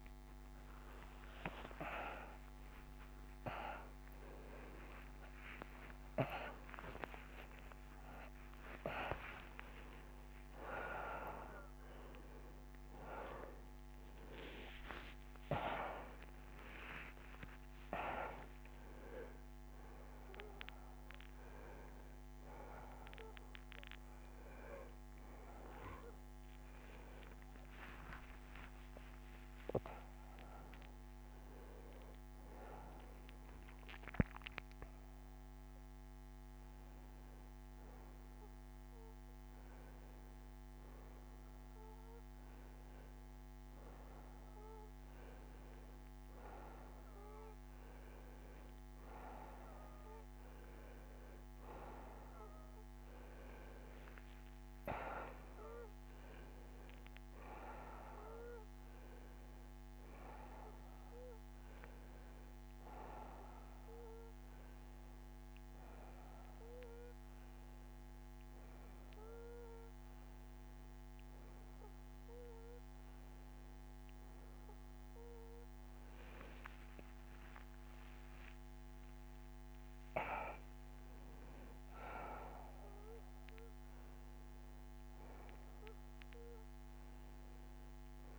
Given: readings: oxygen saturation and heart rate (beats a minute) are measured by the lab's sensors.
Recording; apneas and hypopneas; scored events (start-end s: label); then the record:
a person partly awake in a sleep study, by a microphone on the trachea; none
26.00-88.39 s: new sleep stage, N1 (lightest sleep)
34.00-46.00 s: oxygen desaturation (device-marked, oxygen 95% before, 93% lowest, heart rate 102 before, 63 extreme)
52.00-65.00 s: oxygen desaturation (device-marked, oxygen 93% before, 90% lowest, heart rate 70 before, 61 extreme)
74.00-78.50 s: arousal
From the record:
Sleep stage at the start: awake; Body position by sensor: on the right side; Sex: male